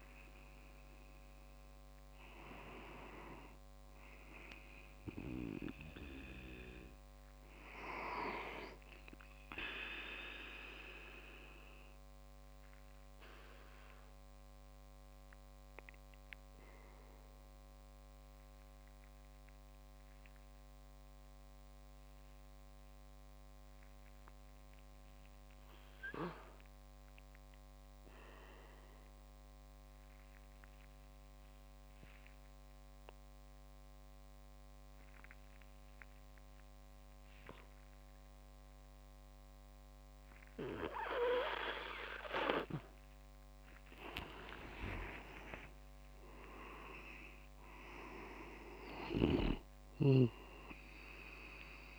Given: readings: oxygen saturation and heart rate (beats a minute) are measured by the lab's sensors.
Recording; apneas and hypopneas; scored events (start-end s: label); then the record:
breathing in sleep by a microphone on the trachea; 1
11.50-42.00 s: obstructive apnea (oxygen 99% before, 93% lowest, heart rate 46 before, 39 extreme, up 26 after)
43.00-51.99 s: oxygen desaturation (device-marked, oxygen 98% before, 93% lowest, heart rate 53 before, 39 extreme)
44.00-46.50 s: leg movement (device-marked)
44.50-48.00 s: arousal
From the record:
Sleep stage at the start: N2 (light sleep); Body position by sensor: on the back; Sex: male